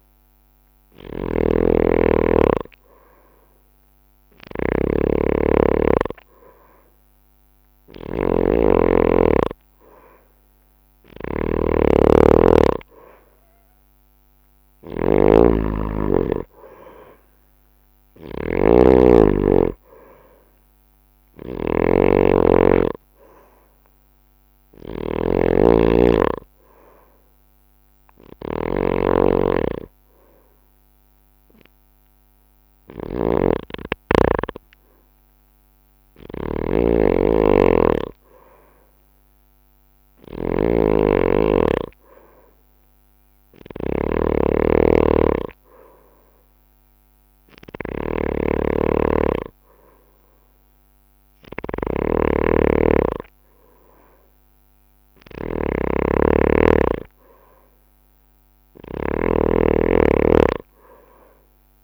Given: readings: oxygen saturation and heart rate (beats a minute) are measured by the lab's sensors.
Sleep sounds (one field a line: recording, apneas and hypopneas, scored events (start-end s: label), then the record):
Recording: breathing in sleep by a microphone on the trachea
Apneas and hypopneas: none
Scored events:
0.00-3.50 s: oxygen desaturation (device-marked, oxygen 92% lowest)
0.00-61.83 s: snoring (device-marked)
8.00-12.50 s: arousal
19.00-21.00 s: long interval between heartbeats (device-marked)
43.50-45.50 s: bradycardia (device-marked)
From the record:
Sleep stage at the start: N2 (light sleep)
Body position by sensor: on the right side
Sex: male